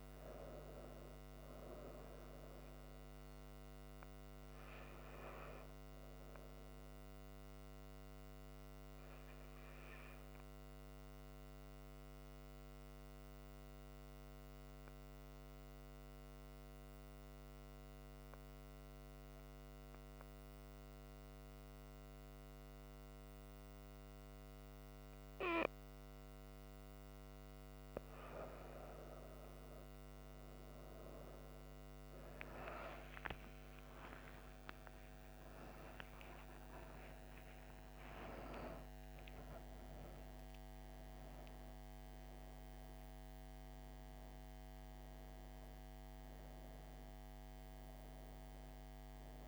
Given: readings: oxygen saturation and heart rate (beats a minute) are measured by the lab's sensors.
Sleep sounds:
breathing in sleep by a microphone on the trachea; 1
0.00-2.00 s: oxygen desaturation (device-marked, oxygen 93% lowest)
12.00-27.50 s: obstructive apnea (oxygen 97% before, 93% lowest)
29.00-49.47 s: oxygen desaturation (device-marked, oxygen 97% before, 93% lowest)
33.00-38.00 s: arousal
From the record:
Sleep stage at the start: N2 (light sleep); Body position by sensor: on the right side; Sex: female

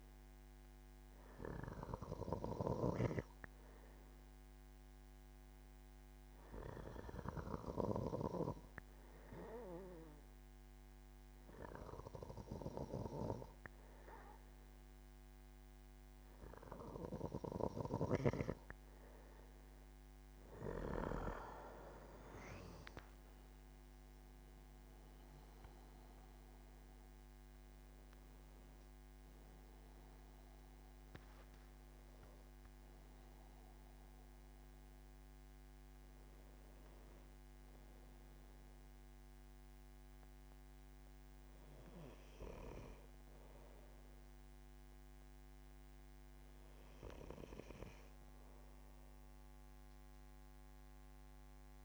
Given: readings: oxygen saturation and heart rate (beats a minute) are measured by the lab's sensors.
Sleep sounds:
breathing in sleep by a microphone on the trachea; 1
3.50-19.50 s: hypopnea (oxygen 96% before, 94% lowest, heart rate 79 before, 75 extreme, up 10 after)
24.00-28.00 s: arousal
From the record:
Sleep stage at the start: N2 (light sleep); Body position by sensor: on the back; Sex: male

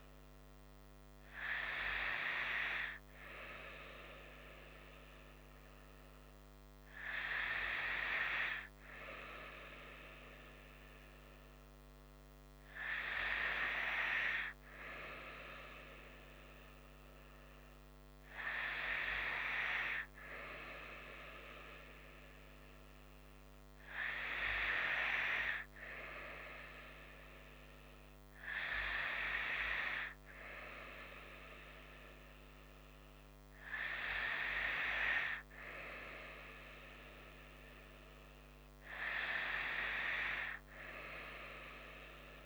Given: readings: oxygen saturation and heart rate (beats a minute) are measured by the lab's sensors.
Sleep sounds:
breathing in sleep by a microphone on the trachea; none
none scored
From the record:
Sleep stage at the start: N2 (light sleep); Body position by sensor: on the right side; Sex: female

